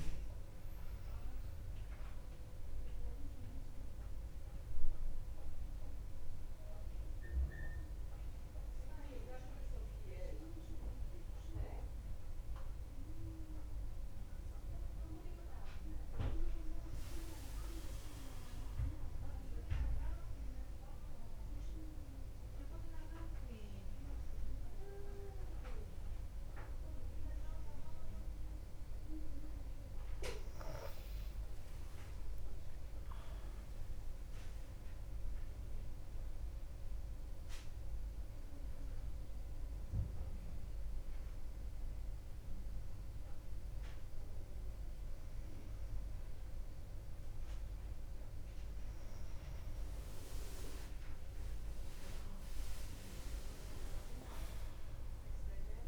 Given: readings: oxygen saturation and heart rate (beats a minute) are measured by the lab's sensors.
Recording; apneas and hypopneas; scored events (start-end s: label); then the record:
breathing in sleep by a room microphone; none
32.00-35.50 s: arousal
50.00-55.88 s: drop in pulse transit time (device-marked, heart rate 62 before, 61 extreme)
54.50-55.88 s: arousal
From the record:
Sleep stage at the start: N2 (light sleep); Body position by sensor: on the back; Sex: female